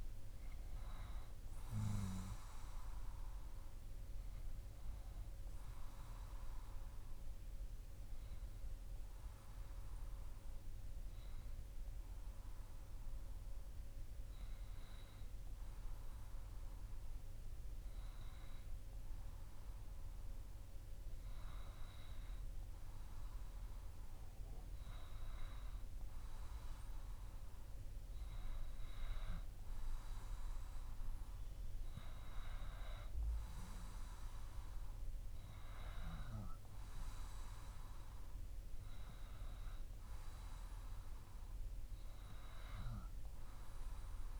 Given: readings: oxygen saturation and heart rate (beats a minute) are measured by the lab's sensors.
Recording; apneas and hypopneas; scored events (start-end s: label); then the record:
breathing in sleep by a room microphone; 1
5.00-19.50 s: hypopnea (oxygen 95% before, 94% lowest, heart rate 61 before, 60 extreme, up 0 after)
23.00-27.00 s: arousal
From the record:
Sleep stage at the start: N2 (light sleep); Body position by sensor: on the back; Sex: male